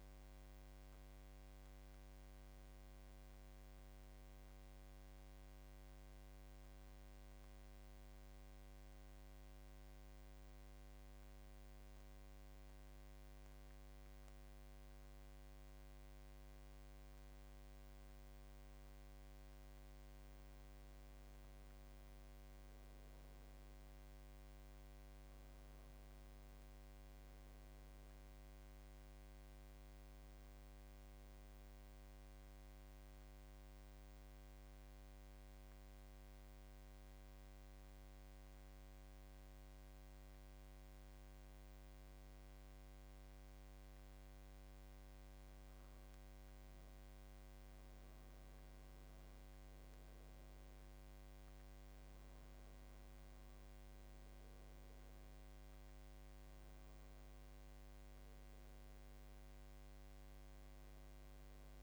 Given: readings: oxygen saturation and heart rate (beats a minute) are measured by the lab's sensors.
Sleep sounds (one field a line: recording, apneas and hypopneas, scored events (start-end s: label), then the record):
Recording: breathing in sleep, hard to hear, by a microphone on the trachea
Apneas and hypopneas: 1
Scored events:
15.00-39.00 s: oxygen desaturation (device-marked, oxygen 96% before, 91% lowest, heart rate 82 before, 76 extreme)
26.00-30.00 s: arousal
33.00-48.50 s: mixed apnea (oxygen 96% before, 90% lowest, heart rate 82 before, 76 extreme, up 10 after)
53.00-57.00 s: arousal
53.00-61.82 s: oxygen desaturation (device-marked, oxygen 94% before, 90% lowest, heart rate 79 before, 79 extreme)
From the record:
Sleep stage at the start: N2 (light sleep)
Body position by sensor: on the back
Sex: male